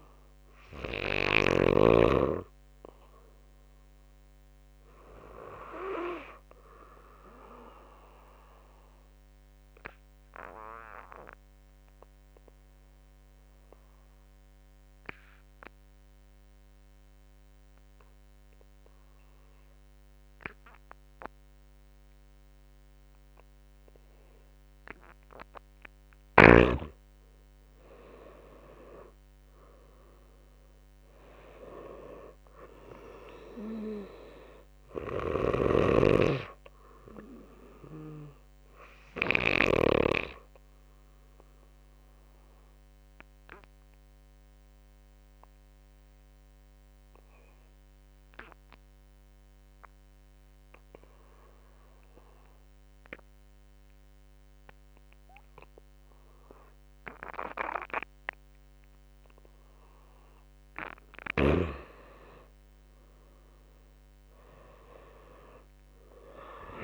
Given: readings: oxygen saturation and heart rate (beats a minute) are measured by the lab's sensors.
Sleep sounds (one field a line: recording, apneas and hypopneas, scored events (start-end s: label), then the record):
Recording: breathing in sleep by a microphone on the trachea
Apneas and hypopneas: 2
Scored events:
0.00-11.00 s: oxygen desaturation (device-marked, oxygen 86% lowest, heart rate 53 extreme)
9.00-26.00 s: obstructive apnea (oxygen 95% before, 86% lowest, heart rate 59 before, 53 extreme, up 13 after)
24.00-49.00 s: oxygen desaturation (device-marked, oxygen 96% before, 86% lowest, heart rate 56 before, 53 extreme)
28.00-30.50 s: arousal
35.00-39.50 s: snoring (device-marked)
38.00-59.50 s: obstructive apnea (oxygen 97% before, 80% lowest, heart rate 59 before, 51 extreme, up 10 after)
55.00-66.83 s: oxygen desaturation (device-marked, oxygen 98% before, 86% lowest, heart rate 57 before, 51 extreme)
62.50-66.00 s: arousal
From the record:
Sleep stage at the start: N2 (light sleep)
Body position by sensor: on the back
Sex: male